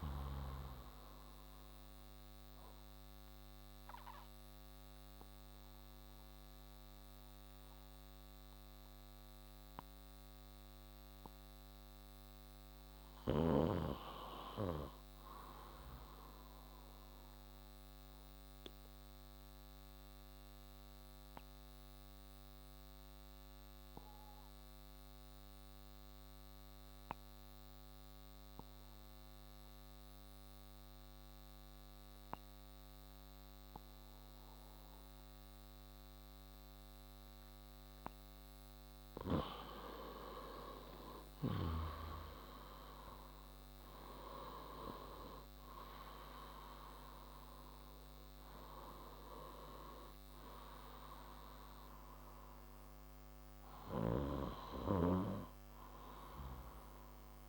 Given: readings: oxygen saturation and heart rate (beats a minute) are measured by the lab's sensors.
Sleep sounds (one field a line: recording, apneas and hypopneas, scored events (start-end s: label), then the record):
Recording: breathing in sleep by a microphone on the trachea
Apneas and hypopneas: 2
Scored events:
0.00-16.00 s: oxygen desaturation (device-marked, oxygen 91% lowest)
0.50-11.50 s: obstructive apnea (oxygen 96% before, 89% lowest)
12.50-15.00 s: arousal
19.00-38.00 s: obstructive apnea (oxygen 97% before, 89% lowest)
40.00-43.50 s: arousal
41.00-57.49 s: oxygen desaturation (device-marked, oxygen 95% before, 89% lowest)
From the record:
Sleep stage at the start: N2 (light sleep)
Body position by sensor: on the left side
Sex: male